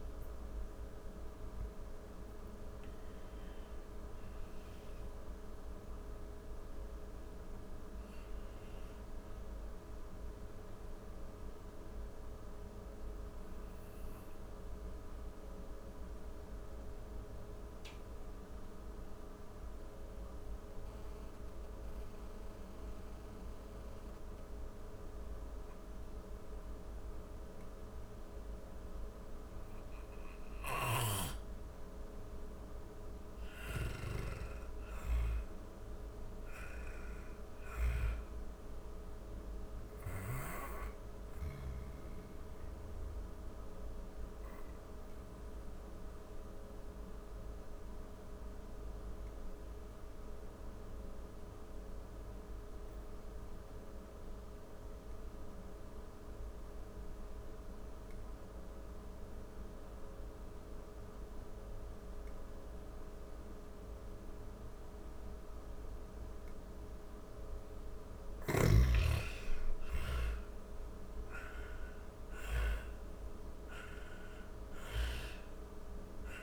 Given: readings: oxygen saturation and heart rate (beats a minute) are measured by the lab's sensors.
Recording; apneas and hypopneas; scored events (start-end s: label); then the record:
breathing in sleep, hard to hear, by a room microphone; 2
0.00-21.00 s: oxygen desaturation (device-marked, oxygen 84% lowest, heart rate 39 extreme)
13.50-30.50 s: obstructive apnea (oxygen 95% before, 85% lowest, heart rate 83 before, 39 extreme, up 15 after)
33.00-37.50 s: arousal
36.00-54.00 s: oxygen desaturation (device-marked, oxygen 98% before, 90% lowest, heart rate 52 before, 43 extreme)
42.00-65.00 s: obstructive apnea (oxygen 98% before, 87% lowest, heart rate 55 before, 43 extreme, up 22 after)
62.00-76.43 s: oxygen desaturation (device-marked, oxygen 98% before, 88% lowest, heart rate 48 before, 40 extreme)
67.50-72.00 s: arousal
From the record:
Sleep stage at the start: N2 (light sleep); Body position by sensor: on the back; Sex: female